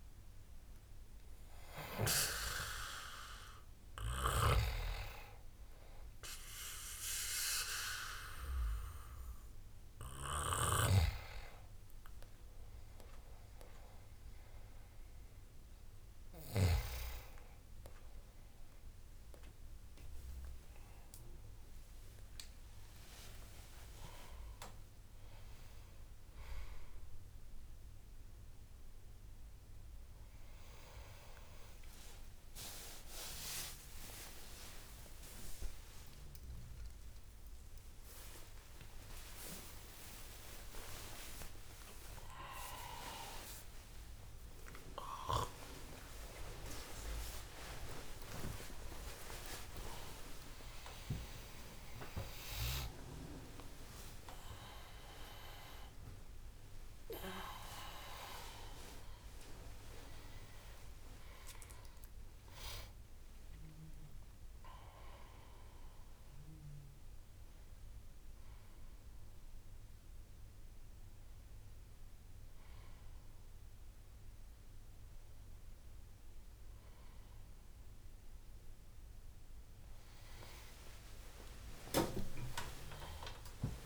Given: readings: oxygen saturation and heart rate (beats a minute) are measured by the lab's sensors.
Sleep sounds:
a person awake in a sleep study, by a room microphone; none
0.00-10.50 s: oxygen desaturation (device-marked, oxygen 89% lowest, heart rate 71 extreme)
7.50-83.86 s: new sleep stage, awake
12.50-28.50 s: oxygen desaturation (device-marked, oxygen 91% before, 86% lowest, heart rate 80 before, 77 extreme)
From the record:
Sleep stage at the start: N2 (light sleep); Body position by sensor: on the back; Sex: male

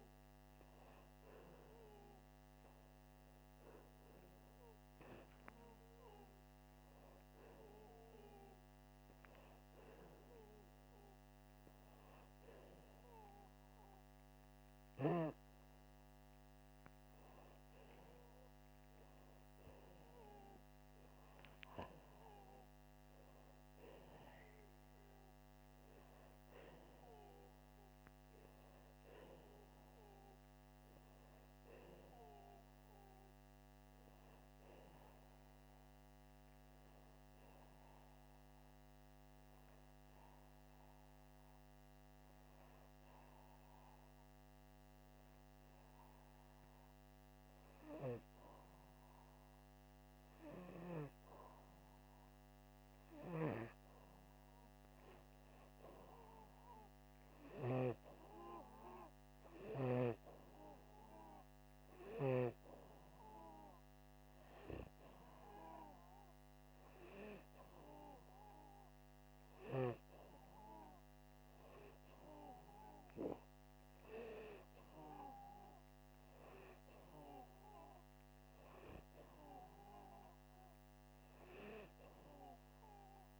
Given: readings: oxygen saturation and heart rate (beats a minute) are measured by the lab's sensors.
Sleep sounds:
breathing in sleep by a microphone on the trachea; 1
22.00-25.50 s: arousal
34.50-44.50 s: hypopnea (oxygen 97% before, 93% lowest, heart rate 85 before, 78 extreme, up 1 after)
46.50-49.50 s: arousal
From the record:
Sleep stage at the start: N2 (light sleep); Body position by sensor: upright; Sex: male

